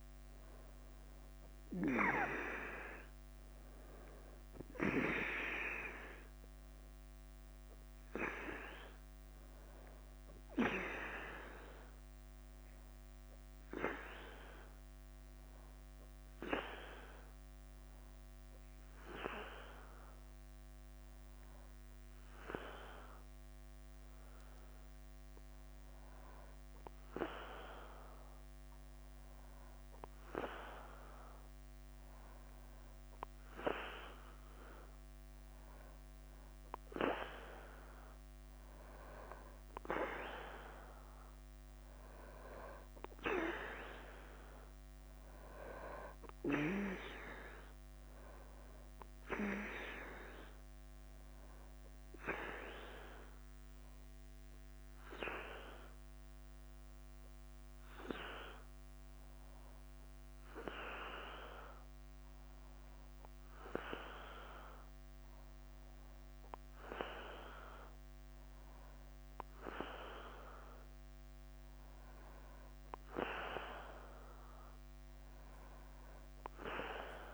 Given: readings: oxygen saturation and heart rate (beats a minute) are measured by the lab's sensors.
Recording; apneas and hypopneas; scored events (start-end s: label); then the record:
breathing in sleep by a microphone on the trachea; 2
0.00-77.34 s: bradycardia (device-marked, heart rate 44 extreme)
7.50-31.50 s: oxygen desaturation (device-marked, oxygen 98% before, 93% lowest, heart rate 52 before, 50 extreme)
16.50-35.50 s: hypopnea (oxygen 98% before, 92% lowest, heart rate 52 before, 50 extreme, up 1 after)
38.00-41.00 s: arousal
44.50-69.50 s: oxygen desaturation (device-marked, oxygen 96% before, 92% lowest, heart rate 51 before, 51 extreme)
55.50-72.00 s: hypopnea (oxygen 96% before, 91% lowest, heart rate 53 before, 51 extreme, up 0 after)
From the record:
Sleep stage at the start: N2 (light sleep); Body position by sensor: on the back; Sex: male